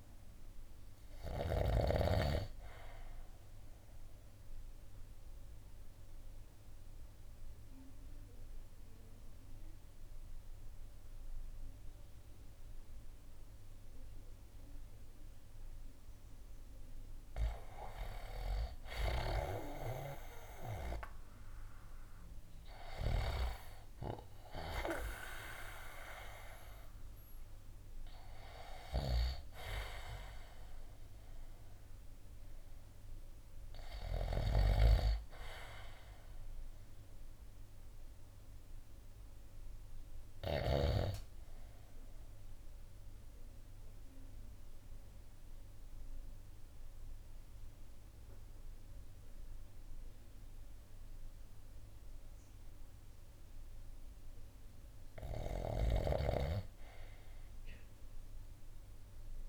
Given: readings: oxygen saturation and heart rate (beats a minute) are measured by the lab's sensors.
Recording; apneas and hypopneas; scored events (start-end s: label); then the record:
breathing in sleep by a room microphone; 2
0.00-1.50 s: snoring (device-marked)
3.50-23.50 s: oxygen desaturation (device-marked, oxygen 95% before, 87% lowest, heart rate 57 before, 53 extreme)
4.00-16.00 s: obstructive apnea (oxygen 98% before, 87% lowest, heart rate 57 before, 54 extreme, up 5 after)
18.50-23.00 s: arousal
40.50-52.50 s: oxygen desaturation (device-marked, oxygen 95% before, 90% lowest, heart rate 57 before, 53 extreme)
42.00-53.00 s: obstructive apnea (oxygen 96% before, 88% lowest, heart rate 57 before, 53 extreme, up 3 after)
55.50-59.49 s: new sleep stage, REM sleep
55.50-59.49 s: snoring (device-marked)
56.00-59.49 s: arousal
From the record:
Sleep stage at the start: N2 (light sleep); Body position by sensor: on the right side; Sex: male